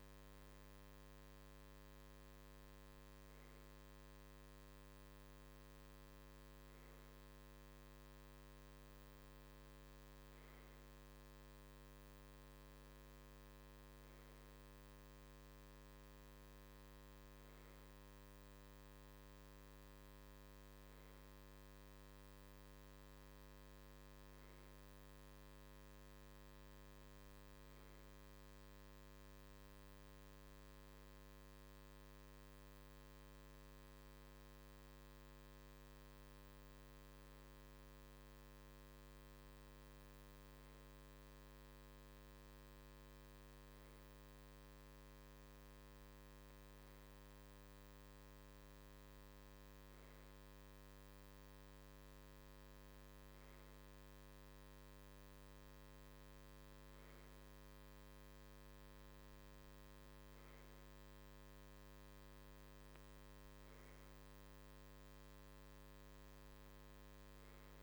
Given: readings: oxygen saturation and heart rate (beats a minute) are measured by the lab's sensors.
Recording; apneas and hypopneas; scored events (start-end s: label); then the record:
breathing in sleep, hard to hear, by a microphone on the trachea; none
none scored
From the record:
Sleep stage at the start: REM sleep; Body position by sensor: on the right side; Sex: male